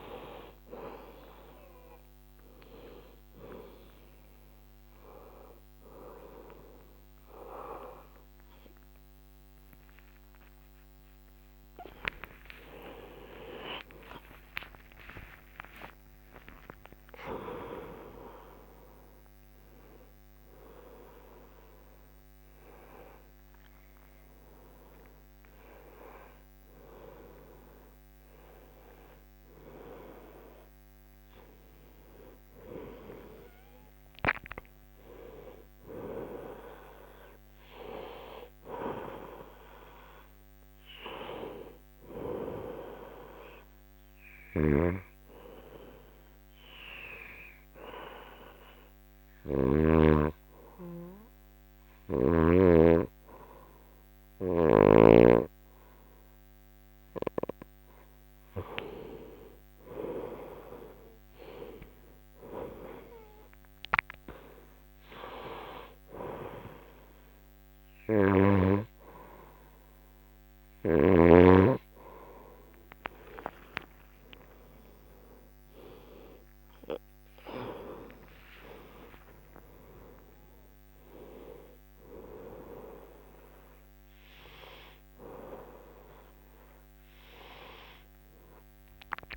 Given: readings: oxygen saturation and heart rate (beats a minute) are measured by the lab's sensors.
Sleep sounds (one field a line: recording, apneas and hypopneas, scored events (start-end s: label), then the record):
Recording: a person partly awake in a sleep study, by a microphone on the trachea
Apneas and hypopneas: 1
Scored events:
2.50-32.50 s: new sleep stage, awake
32.50-89.37 s: new sleep stage, N2 (light sleep)
44.00-49.50 s: snoring (device-marked)
46.50-57.50 s: obstructive apnea (oxygen 98% before, 95% lowest, heart rate 119 before, 72 extreme, up 30 after)
59.00-62.00 s: arousal
74.50-80.00 s: arousal
From the record:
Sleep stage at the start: N2 (light sleep)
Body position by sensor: on the right side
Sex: female